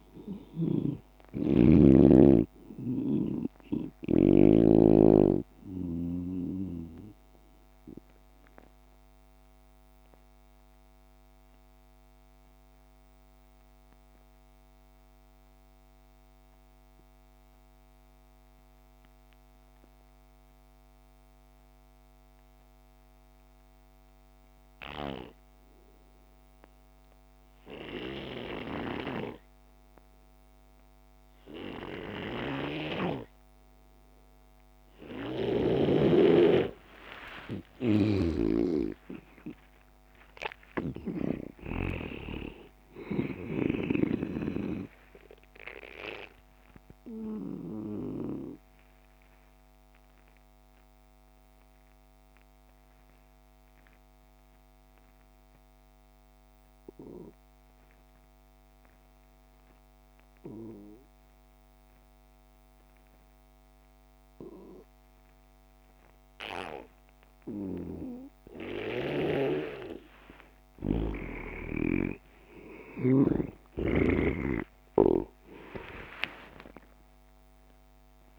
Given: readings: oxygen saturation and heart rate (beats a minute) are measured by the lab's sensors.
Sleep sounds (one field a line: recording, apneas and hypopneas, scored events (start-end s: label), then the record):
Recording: breathing in sleep by a microphone on the trachea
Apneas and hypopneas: 2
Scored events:
4.00-19.00 s: oxygen desaturation (device-marked, oxygen 97% before, 85% lowest)
7.00-36.50 s: obstructive apnea (oxygen 98% before, 82% lowest)
30.00-63.00 s: oxygen desaturation (device-marked, oxygen 98% before, 82% lowest)
38.00-43.00 s: arousal
38.50-42.50 s: snoring (device-marked)
45.00-69.00 s: obstructive apnea (oxygen 98% before, 82% lowest)
71.50-77.00 s: arousal
74.50-78.39 s: snoring (device-marked)
75.00-78.39 s: oxygen desaturation (device-marked, oxygen 97% before, 83% lowest)
From the record:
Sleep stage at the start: N2 (light sleep)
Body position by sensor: on the back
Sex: male